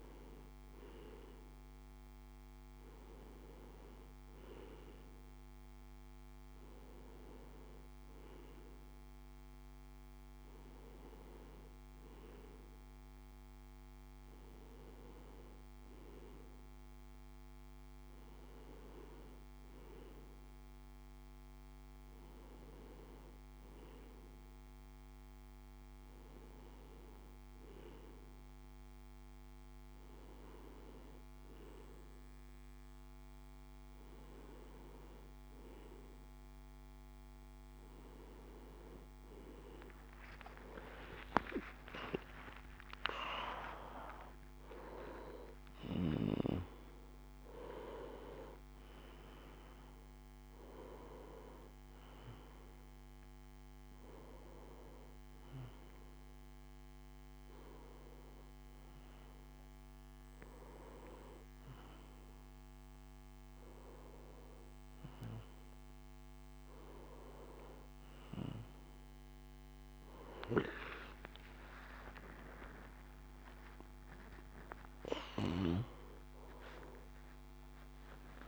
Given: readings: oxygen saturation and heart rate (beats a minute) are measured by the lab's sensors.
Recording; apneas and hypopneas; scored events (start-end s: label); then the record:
a person awake in a sleep study, by a microphone on the trachea; none
37.50-78.47 s: new sleep stage, awake
From the record:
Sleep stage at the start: N2 (light sleep); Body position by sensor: on the right side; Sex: male